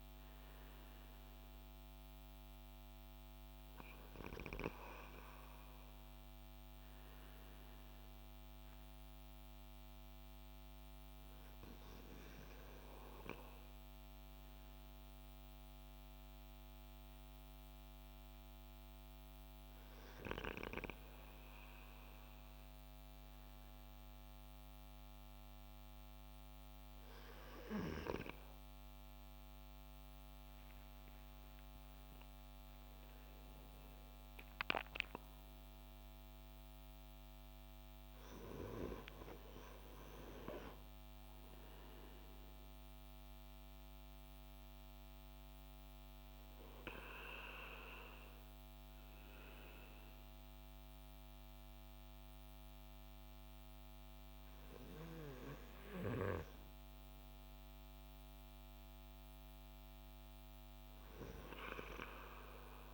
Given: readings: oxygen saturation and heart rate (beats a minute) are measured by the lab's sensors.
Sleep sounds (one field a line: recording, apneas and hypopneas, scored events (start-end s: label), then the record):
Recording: breathing in sleep by a microphone on the trachea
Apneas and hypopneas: none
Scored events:
31.00-36.00 s: arousal
From the record:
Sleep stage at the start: N2 (light sleep)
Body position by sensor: on the left side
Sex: male